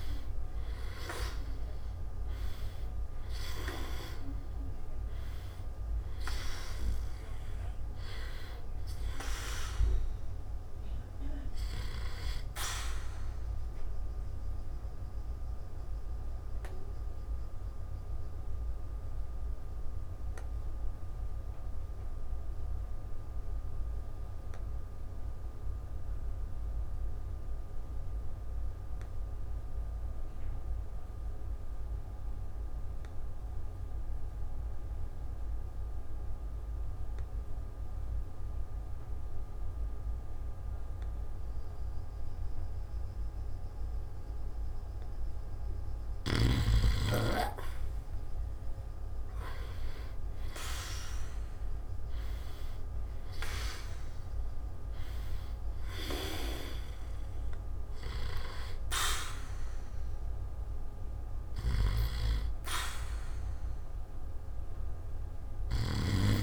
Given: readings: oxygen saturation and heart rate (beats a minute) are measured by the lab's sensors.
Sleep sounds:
breathing in sleep by a room microphone; 1
0.00-17.00 s: oxygen desaturation (device-marked, oxygen 93% lowest, heart rate 52 extreme)
15.00-43.50 s: obstructive apnea (oxygen 98% before, 89% lowest, heart rate 54 before, 47 extreme, up 0 after)
19.00-40.00 s: oxygen desaturation (device-marked, oxygen 95% before, 90% lowest, heart rate 55 before, 47 extreme)
47.00-51.00 s: arousal
56.00-66.00 s: snoring (device-marked)
From the record:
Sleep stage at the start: N2 (light sleep); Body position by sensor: on the back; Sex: male

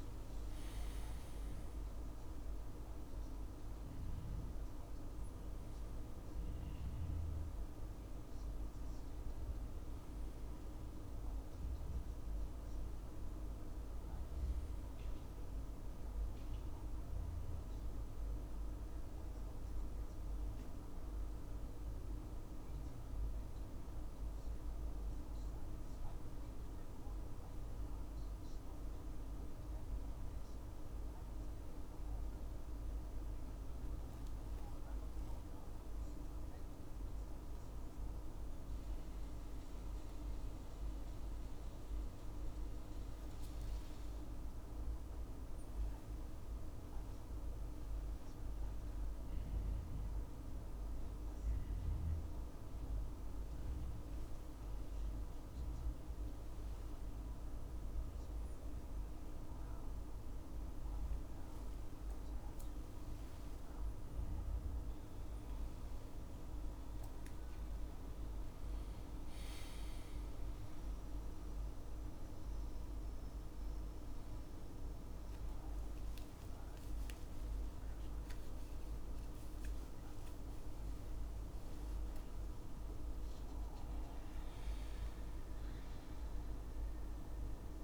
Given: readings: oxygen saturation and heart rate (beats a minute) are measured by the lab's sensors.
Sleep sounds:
a person partly awake in a sleep study, hard to hear, by a room microphone; 1
11.50-41.50 s: new sleep stage, N1 (lightest sleep)
39.00-52.50 s: hypopnea (oxygen 99% before, 92% lowest, heart rate 74 before, 70 extreme, up 8 after)
41.50-87.84 s: new sleep stage, N2 (light sleep)
52.50-80.50 s: oxygen desaturation (device-marked, oxygen 98% before, 92% lowest, heart rate 74 before, 76 extreme)
55.50-60.00 s: arousal
80.50-85.50 s: arousal
From the record:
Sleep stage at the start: awake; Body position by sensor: on the back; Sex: male

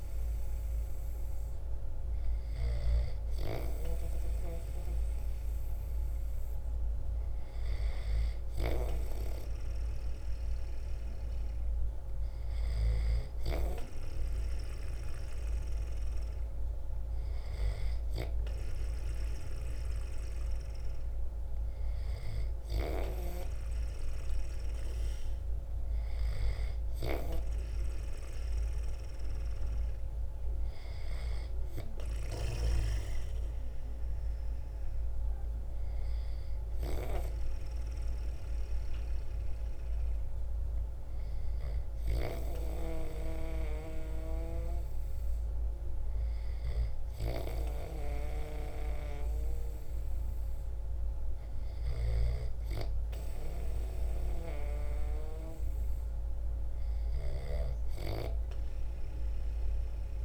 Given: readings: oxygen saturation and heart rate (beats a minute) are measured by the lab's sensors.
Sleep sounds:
breathing in sleep by a room microphone; none
0.00-2.00 s: snoring (device-marked)
8.00-12.50 s: snoring (device-marked)
31.50-51.50 s: snoring (device-marked)
53.50-57.00 s: snoring (device-marked)
From the record:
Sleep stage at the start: N2 (light sleep); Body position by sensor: on the back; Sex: male

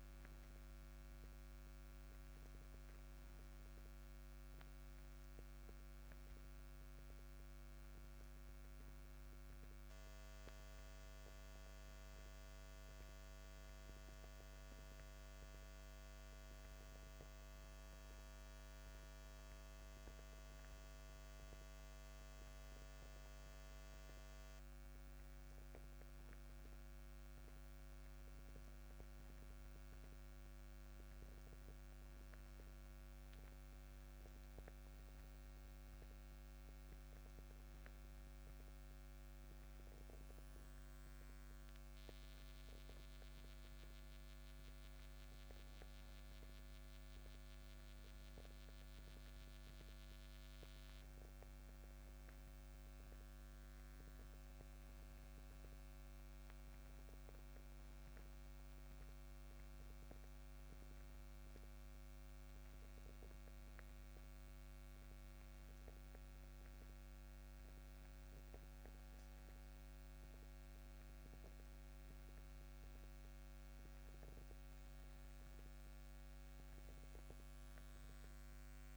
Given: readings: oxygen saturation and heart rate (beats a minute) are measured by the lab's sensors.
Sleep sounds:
a person awake in a sleep study, hard to hear, by a microphone on the trachea; none
none scored
From the record:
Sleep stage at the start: awake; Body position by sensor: on the back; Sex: male

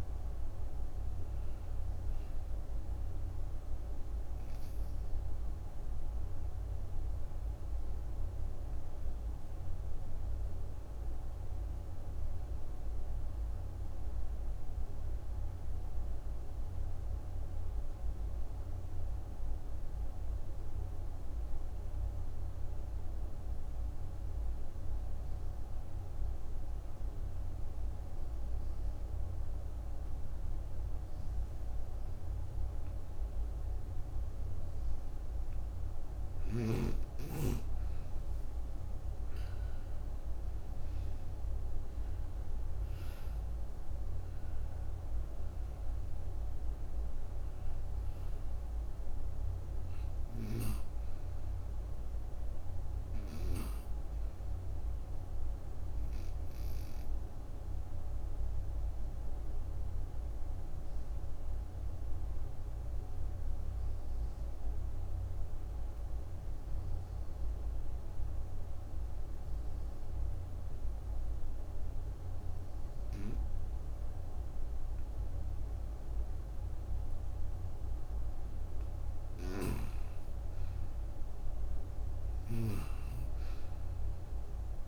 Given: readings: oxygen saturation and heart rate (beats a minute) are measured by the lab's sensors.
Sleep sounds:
breathing in sleep, hard to hear, by a room microphone; 2
0.00-21.50 s: oxygen desaturation (device-marked, oxygen 91% lowest, heart rate 56 extreme)
3.50-35.50 s: obstructive apnea (oxygen 99% before, 86% lowest, heart rate 68 before, 56 extreme, up 12 after)
35.50-71.50 s: oxygen desaturation (device-marked, oxygen 98% before, 86% lowest, heart rate 60 before, 57 extreme)
38.00-41.00 s: arousal
56.00-77.00 s: obstructive apnea (oxygen 98% before, 86% lowest, heart rate 66 before, 57 extreme, up 15 after)
79.00-84.88 s: snoring (device-marked)
From the record:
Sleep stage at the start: N2 (light sleep); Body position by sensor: on the right side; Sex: female

